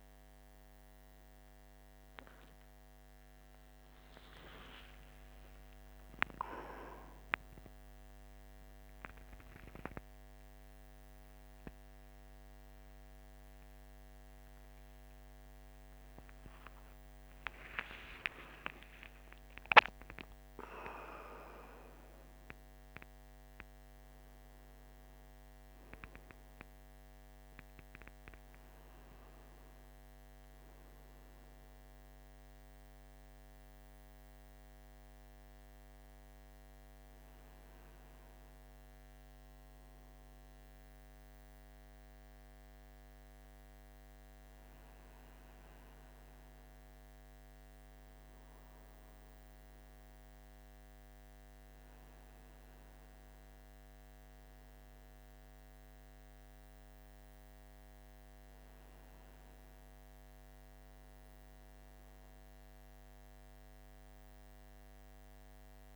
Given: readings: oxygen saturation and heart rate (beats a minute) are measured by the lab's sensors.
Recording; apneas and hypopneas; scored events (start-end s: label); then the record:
a person awake in a sleep study, by a microphone on the trachea; none
none scored
From the record:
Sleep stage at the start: awake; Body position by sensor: on the right side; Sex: male